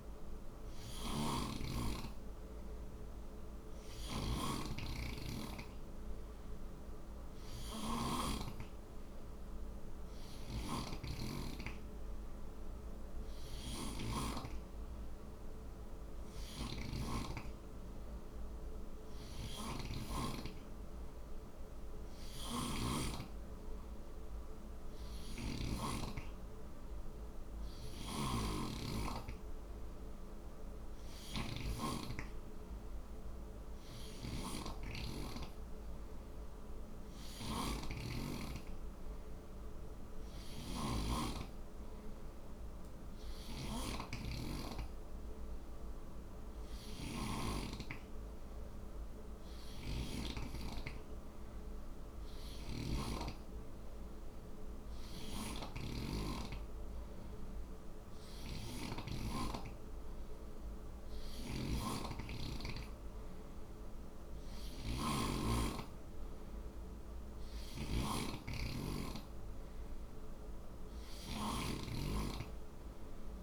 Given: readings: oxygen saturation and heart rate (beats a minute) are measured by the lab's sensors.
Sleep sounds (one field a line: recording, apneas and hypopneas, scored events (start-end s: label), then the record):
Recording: breathing in sleep by a room microphone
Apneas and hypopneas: none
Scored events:
0.50-8.00 s: snoring (device-marked)
10.00-25.50 s: snoring (device-marked)
27.50-31.50 s: snoring (device-marked)
33.50-50.00 s: snoring (device-marked)
52.00-65.00 s: snoring (device-marked)
67.00-73.43 s: snoring (device-marked)
From the record:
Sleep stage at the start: N3 (deep sleep)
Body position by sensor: on the right side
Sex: male